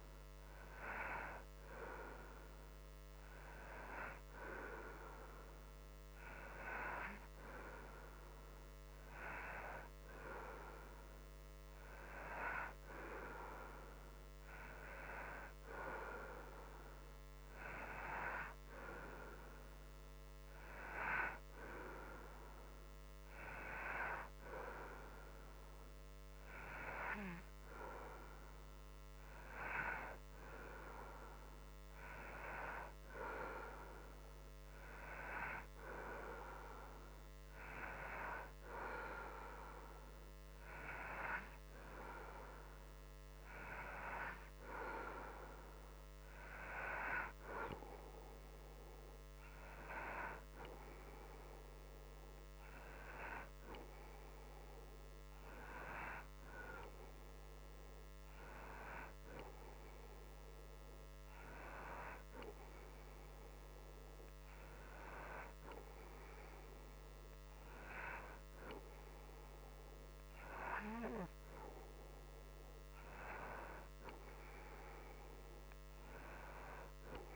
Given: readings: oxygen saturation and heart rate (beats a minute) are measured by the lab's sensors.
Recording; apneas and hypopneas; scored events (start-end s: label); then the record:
breathing in sleep by a microphone on the trachea; none
none scored
From the record:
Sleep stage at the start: N2 (light sleep); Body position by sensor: on the right side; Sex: male